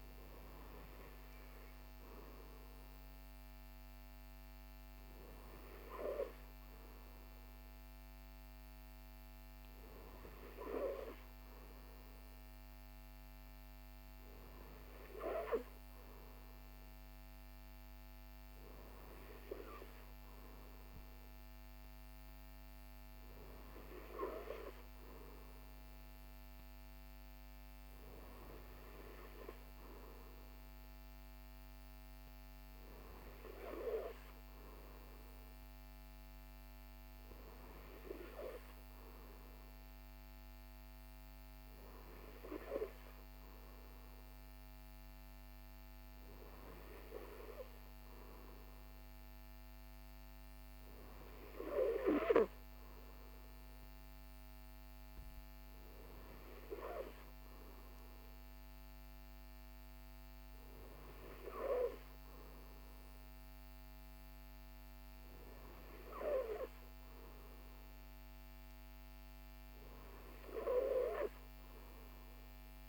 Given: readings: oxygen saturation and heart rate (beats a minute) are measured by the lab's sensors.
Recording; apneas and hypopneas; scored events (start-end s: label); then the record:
breathing in sleep by a microphone on the trachea; none
2.50-72.89 s: new sleep stage, N3 (deep sleep)
From the record:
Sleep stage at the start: N2 (light sleep); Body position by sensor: on the right side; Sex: male